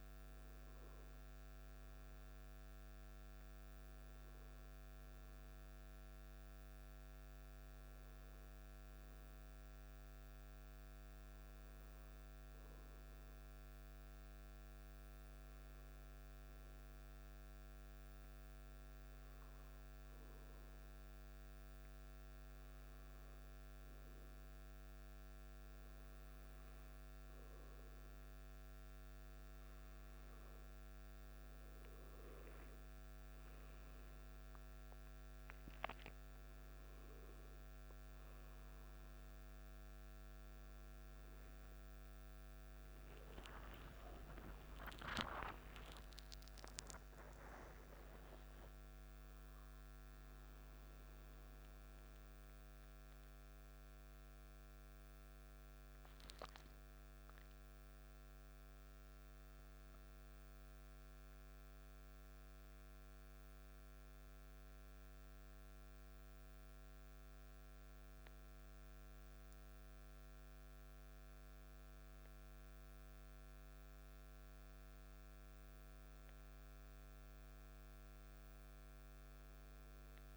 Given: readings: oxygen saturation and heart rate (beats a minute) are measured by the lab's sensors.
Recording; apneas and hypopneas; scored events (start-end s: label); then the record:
a person partly awake in a sleep study, hard to hear, by a microphone on the trachea; 1
4.00-8.00 s: arousal
11.00-30.50 s: hypopnea (oxygen 97% before, 92% lowest, heart rate 53 before, 48 extreme, up 5 after)
33.50-64.50 s: oxygen desaturation (device-marked, oxygen 95% before, 92% lowest, heart rate 52 before, 53 extreme)
45.50-75.50 s: new sleep stage, awake
75.50-80.37 s: new sleep stage, N1 (lightest sleep)
From the record:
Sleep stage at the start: N1 (lightest sleep); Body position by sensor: on the back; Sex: male